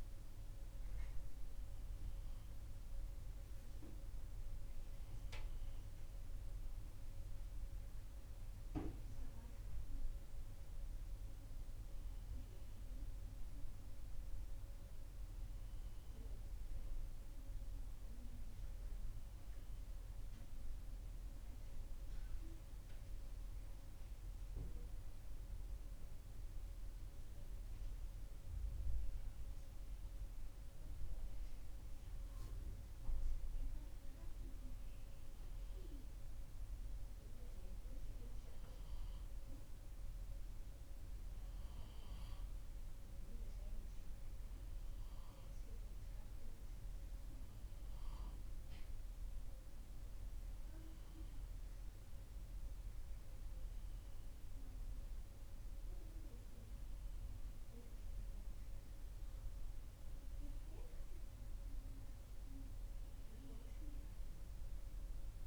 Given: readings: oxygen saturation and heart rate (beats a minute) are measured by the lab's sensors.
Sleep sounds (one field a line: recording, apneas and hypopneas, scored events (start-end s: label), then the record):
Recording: breathing in sleep, hard to hear, by a room microphone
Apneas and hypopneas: none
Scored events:
none scored
From the record:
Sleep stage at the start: N2 (light sleep)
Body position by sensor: on the left side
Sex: male